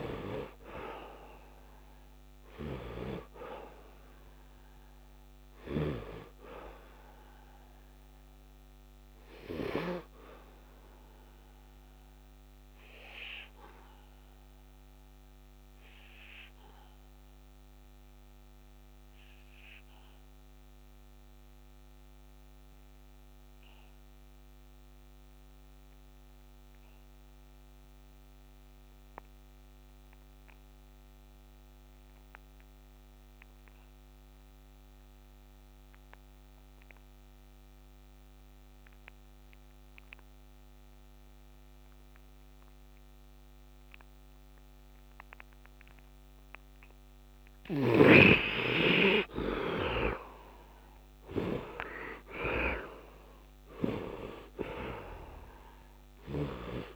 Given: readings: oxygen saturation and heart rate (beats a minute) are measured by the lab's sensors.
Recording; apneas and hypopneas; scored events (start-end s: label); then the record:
breathing in sleep by a microphone on the trachea; 1
0.00-5.50 s: snoring (device-marked)
0.00-18.50 s: oxygen desaturation (device-marked, oxygen 71% lowest, heart rate 74 extreme)
4.50-56.96 s: new sleep stage, N2 (light sleep)
6.00-46.00 s: obstructive apnea (oxygen 97% before, 66% lowest, heart rate 80 before, 74 extreme, up 9 after)
29.50-56.96 s: oxygen desaturation (device-marked, oxygen 100% before, 66% lowest, heart rate 77 before, 73 extreme)
48.50-53.00 s: arousal
55.50-56.96 s: snoring (device-marked)
From the record:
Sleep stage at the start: REM sleep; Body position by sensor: on the back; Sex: male